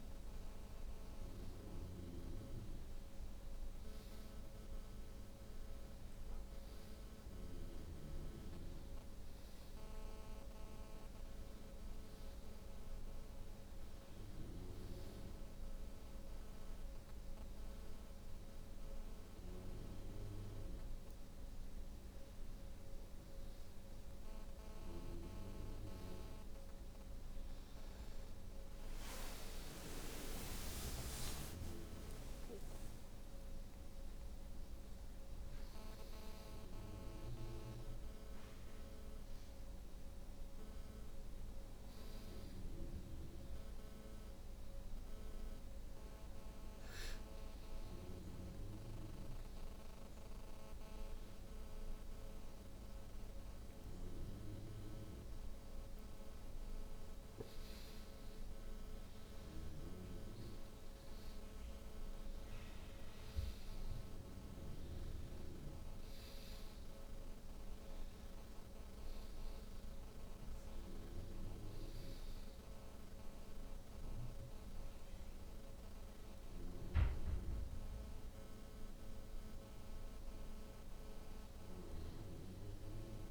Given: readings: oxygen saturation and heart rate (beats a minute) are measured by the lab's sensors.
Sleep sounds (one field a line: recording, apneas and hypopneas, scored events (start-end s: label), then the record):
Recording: breathing in sleep by a room microphone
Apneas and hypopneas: none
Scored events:
none scored
From the record:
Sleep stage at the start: N2 (light sleep)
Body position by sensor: on the back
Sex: female